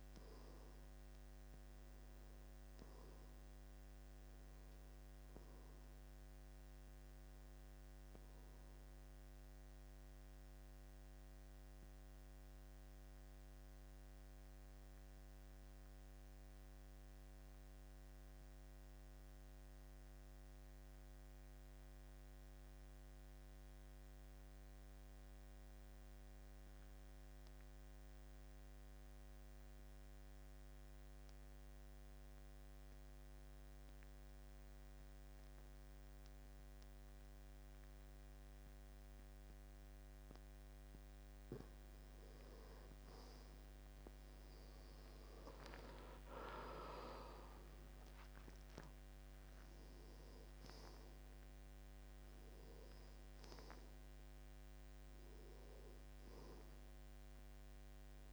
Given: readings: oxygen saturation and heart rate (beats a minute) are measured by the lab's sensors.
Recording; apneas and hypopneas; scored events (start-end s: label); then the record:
breathing in sleep, hard to hear, by a microphone on the trachea; 1
0.00-11.00 s: oxygen desaturation (device-marked, oxygen 84% lowest, heart rate 69 extreme)
10.00-42.00 s: mixed apnea (oxygen 93% before, 80% lowest, heart rate 77 before, 69 extreme, up 6 after)
30.00-58.33 s: oxygen desaturation (device-marked, oxygen 95% before, 80% lowest, heart rate 72 before, 72 extreme)
44.00-48.00 s: arousal
From the record:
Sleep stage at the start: N2 (light sleep); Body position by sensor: on the back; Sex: male